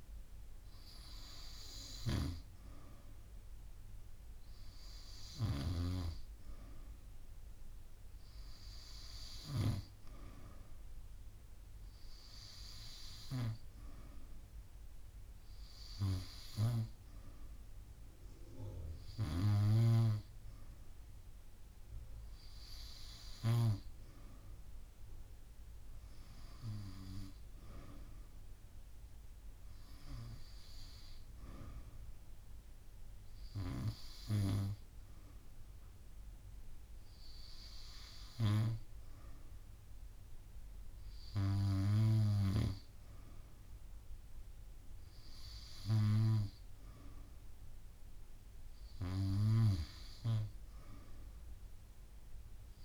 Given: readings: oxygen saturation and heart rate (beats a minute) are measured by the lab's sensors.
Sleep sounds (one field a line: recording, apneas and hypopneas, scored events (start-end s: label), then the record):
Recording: breathing in sleep by a room microphone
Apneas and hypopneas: none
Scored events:
none scored
From the record:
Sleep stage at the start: N2 (light sleep)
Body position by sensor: on the back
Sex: female